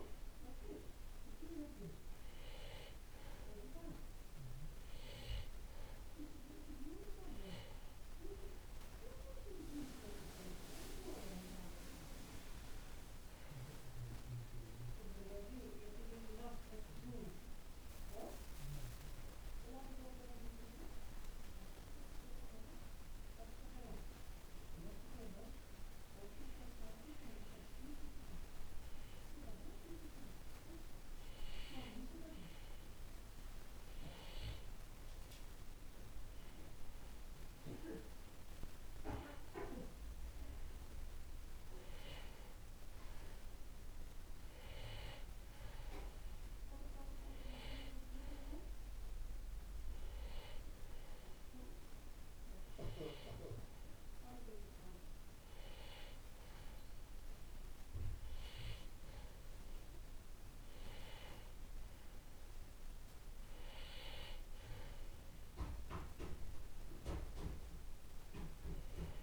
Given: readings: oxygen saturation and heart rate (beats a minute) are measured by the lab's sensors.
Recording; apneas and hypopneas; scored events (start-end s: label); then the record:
breathing in sleep by a room microphone; 2
15.00-20.00 s: arousal
24.00-35.00 s: hypopnea (oxygen 95% before, 93% lowest, heart rate 72 before, 60 extreme, up 2 after)
38.00-42.50 s: arousal
42.50-56.50 s: oxygen desaturation (device-marked, oxygen 97% before, 93% lowest, heart rate 61 before, 63 extreme)
51.00-61.00 s: hypopnea (oxygen 97% before, 93% lowest, heart rate 63 before, 58 extreme, up 8 after)
From the record:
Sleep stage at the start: N2 (light sleep); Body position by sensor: on the back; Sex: male